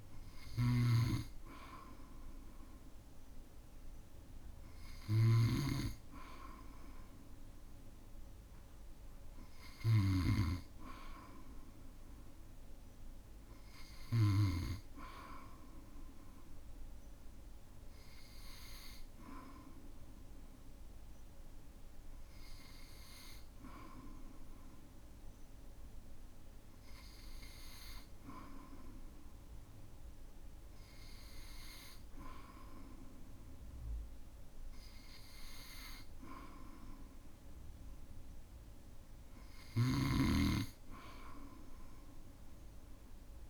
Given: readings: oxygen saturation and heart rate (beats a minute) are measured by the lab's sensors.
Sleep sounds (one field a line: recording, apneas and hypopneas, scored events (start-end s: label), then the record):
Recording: breathing in sleep by a room microphone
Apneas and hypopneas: none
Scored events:
0.00-10.50 s: snoring (device-marked)
39.50-43.49 s: snoring (device-marked)
From the record:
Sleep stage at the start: N2 (light sleep)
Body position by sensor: on the back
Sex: male